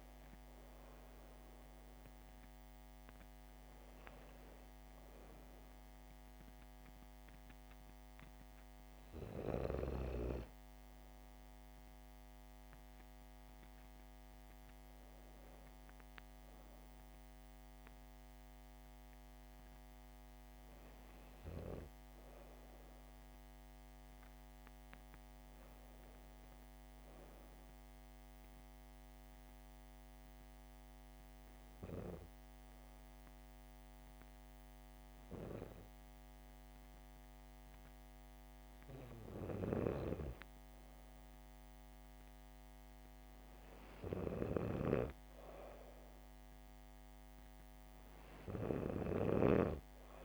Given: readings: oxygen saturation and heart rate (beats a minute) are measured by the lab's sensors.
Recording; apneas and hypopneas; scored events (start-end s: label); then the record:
breathing in sleep by a microphone on the trachea; 1
0.00-1.50 s: arousal
0.00-5.50 s: oxygen desaturation (device-marked, oxygen 90% lowest, heart rate 67 extreme)
28.50-39.50 s: hypopnea (oxygen 99% before, 95% lowest, heart rate 68 before, 64 extreme, up 5 after)
41.50-45.50 s: arousal
From the record:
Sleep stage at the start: N2 (light sleep); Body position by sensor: on the back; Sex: female